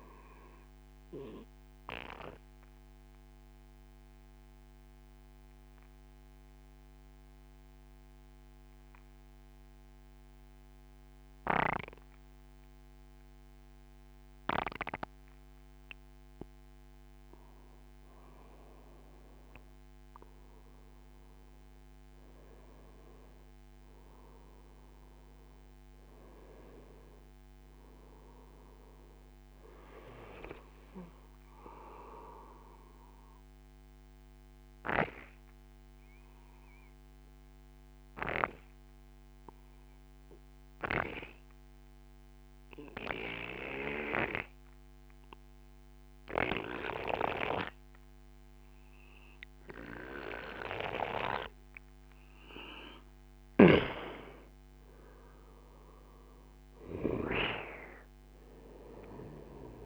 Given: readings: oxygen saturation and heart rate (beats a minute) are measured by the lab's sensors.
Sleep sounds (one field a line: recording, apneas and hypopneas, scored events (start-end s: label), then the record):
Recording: breathing in sleep by a microphone on the trachea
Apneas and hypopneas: 2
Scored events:
1.00-15.50 s: obstructive apnea (oxygen 97% before, 93% lowest, heart rate 53 before, 38 extreme, up 12 after)
18.00-22.00 s: arousal
32.50-52.00 s: obstructive apnea (oxygen 97% before, 93% lowest, heart rate 59 before, 45 extreme, up 15 after)
52.00-59.85 s: oxygen desaturation (device-marked, oxygen 97% before, 93% lowest, heart rate 63 before, 25 extreme)
55.00-58.50 s: arousal
From the record:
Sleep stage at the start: N2 (light sleep)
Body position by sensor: on the right side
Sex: male